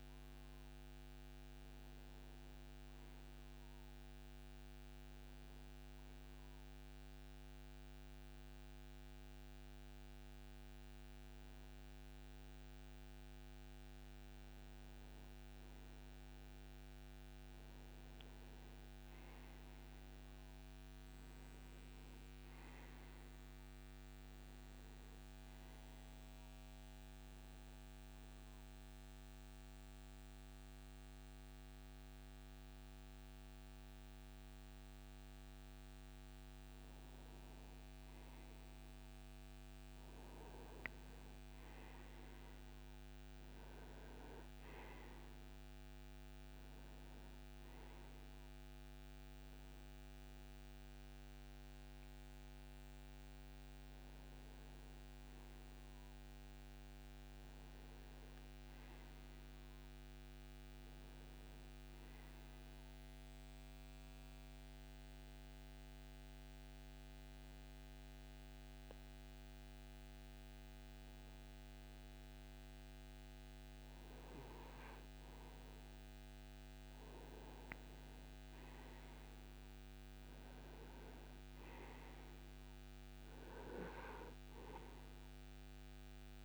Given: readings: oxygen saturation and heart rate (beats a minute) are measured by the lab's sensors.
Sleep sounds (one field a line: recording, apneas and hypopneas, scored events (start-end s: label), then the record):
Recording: breathing in sleep, hard to hear, by a microphone on the trachea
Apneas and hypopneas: 3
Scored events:
0.00-8.00 s: oxygen desaturation (device-marked, oxygen 89% lowest)
6.00-16.00 s: obstructive apnea (oxygen 93% before, 88% lowest)
18.50-22.00 s: arousal
28.00-39.00 s: obstructive apnea (oxygen 93% before, 88% lowest)
40.50-44.00 s: arousal
49.00-60.00 s: oxygen desaturation (device-marked, oxygen 94% before, 88% lowest)
59.00-62.50 s: arousal
65.50-76.50 s: obstructive apnea (oxygen 94% before, 89% lowest)
78.00-80.50 s: arousal
84.00-86.45 s: oxygen desaturation (device-marked, oxygen 94% before, 89% lowest)
From the record:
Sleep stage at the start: N2 (light sleep)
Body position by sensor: on the right side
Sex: male